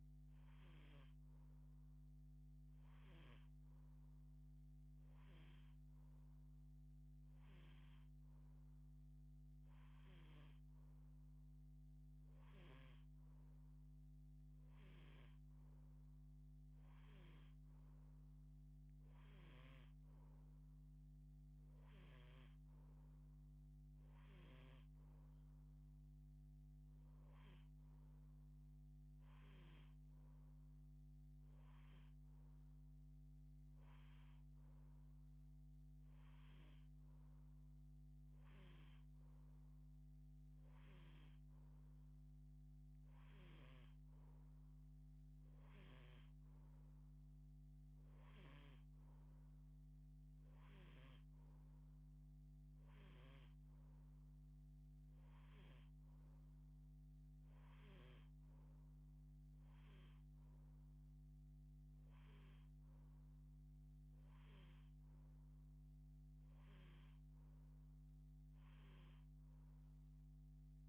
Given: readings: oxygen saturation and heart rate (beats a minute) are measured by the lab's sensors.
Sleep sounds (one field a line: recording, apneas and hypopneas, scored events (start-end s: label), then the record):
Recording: breathing in sleep, hard to hear, by a microphone on the trachea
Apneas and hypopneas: none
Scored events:
none scored
From the record:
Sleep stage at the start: N2 (light sleep)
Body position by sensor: on the left side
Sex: female